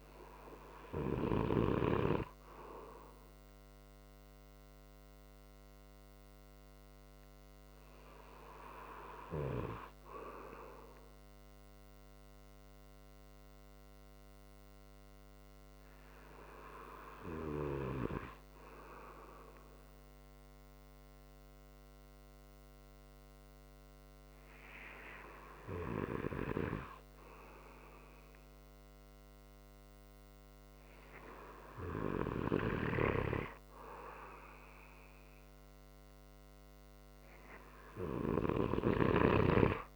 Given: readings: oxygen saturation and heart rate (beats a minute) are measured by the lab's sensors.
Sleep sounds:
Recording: breathing in sleep by a microphone on the trachea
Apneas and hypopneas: none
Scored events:
0.00-1.50 s: snoring (device-marked)
From the record:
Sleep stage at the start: N2 (light sleep)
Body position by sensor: on the right side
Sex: male

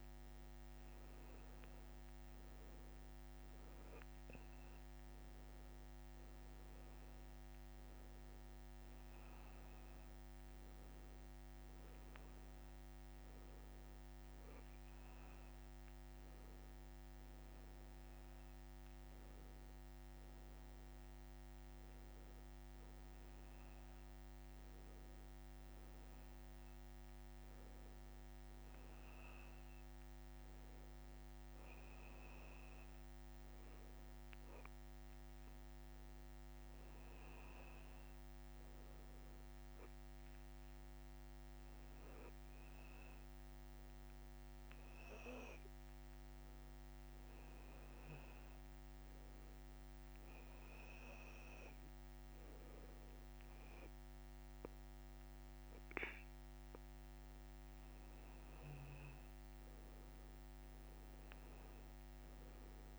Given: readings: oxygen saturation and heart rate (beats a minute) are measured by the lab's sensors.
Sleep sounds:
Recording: breathing in sleep, hard to hear, by a microphone on the trachea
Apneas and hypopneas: none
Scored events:
none scored
From the record:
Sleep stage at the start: N2 (light sleep)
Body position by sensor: on the back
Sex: male

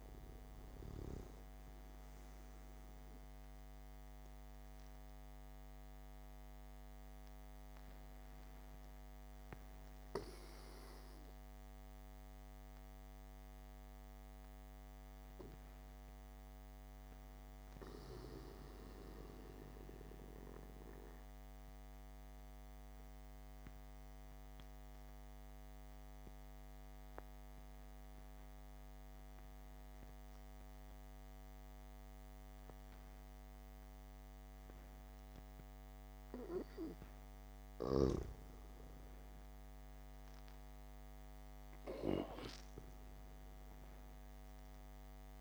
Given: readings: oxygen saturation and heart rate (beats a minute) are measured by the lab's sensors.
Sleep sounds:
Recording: breathing in sleep by a microphone on the trachea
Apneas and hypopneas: 1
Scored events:
0.00-6.00 s: oxygen desaturation (device-marked, oxygen 94% lowest, heart rate 59 extreme)
6.00-36.00 s: obstructive apnea (oxygen 99% before, 91% lowest, heart rate 68 before, 58 extreme, up 7 after)
12.00-16.00 s: oxygen desaturation (device-marked, oxygen 95% before, 91% lowest, heart rate 68 before, 62 extreme)
39.00-43.50 s: arousal
43.00-45.41 s: oxygen desaturation (device-marked, oxygen 98% before, 92% lowest, heart rate 67 before, 58 extreme)
From the record:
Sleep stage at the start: N2 (light sleep)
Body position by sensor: on the back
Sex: male

